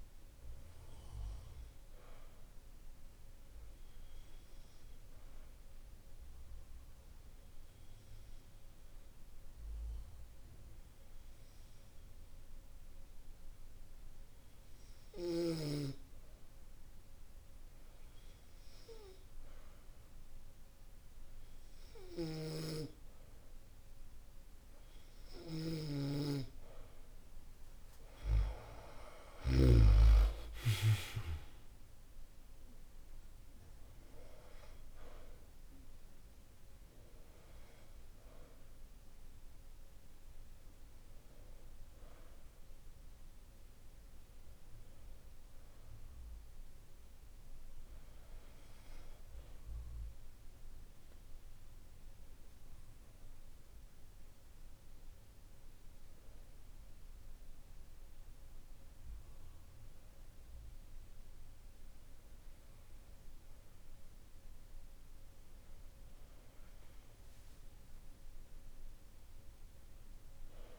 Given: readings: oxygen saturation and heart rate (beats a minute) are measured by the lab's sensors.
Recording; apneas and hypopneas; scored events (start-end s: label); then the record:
breathing in sleep by a room microphone; none
67.00-70.50 s: arousal
From the record:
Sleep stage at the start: N2 (light sleep); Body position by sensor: on the back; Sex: male